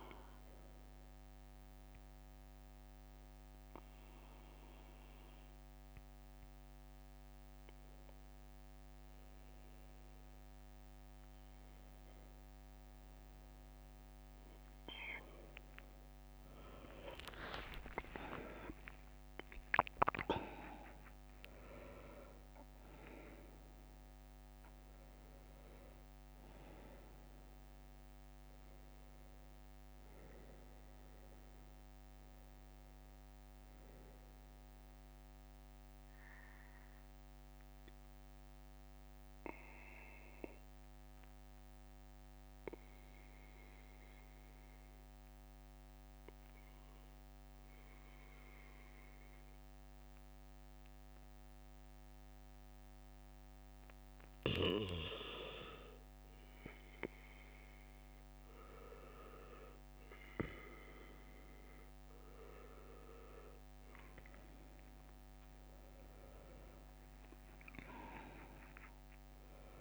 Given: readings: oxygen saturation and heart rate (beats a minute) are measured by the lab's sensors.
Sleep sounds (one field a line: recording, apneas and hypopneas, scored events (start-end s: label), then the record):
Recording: breathing in sleep by a microphone on the trachea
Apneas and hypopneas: 2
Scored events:
1.00-13.00 s: hypopnea (oxygen 98% before, 94% lowest, heart rate 67 before, 65 extreme, up 15 after)
16.00-19.50 s: arousal
17.00-19.00 s: long interval between heartbeats (device-marked, heart rate 66 before, 78 extreme)
36.50-62.00 s: obstructive apnea (oxygen 97% before, 91% lowest, heart rate 72 before, 64 extreme, up 7 after)
50.50-69.81 s: new sleep stage, N2 (light sleep)
63.50-69.81 s: oxygen desaturation (device-marked, oxygen 98% before, 94% lowest, heart rate 67 before, 64 extreme)
64.00-67.50 s: arousal
From the record:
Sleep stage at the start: N1 (lightest sleep)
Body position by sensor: on the back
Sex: male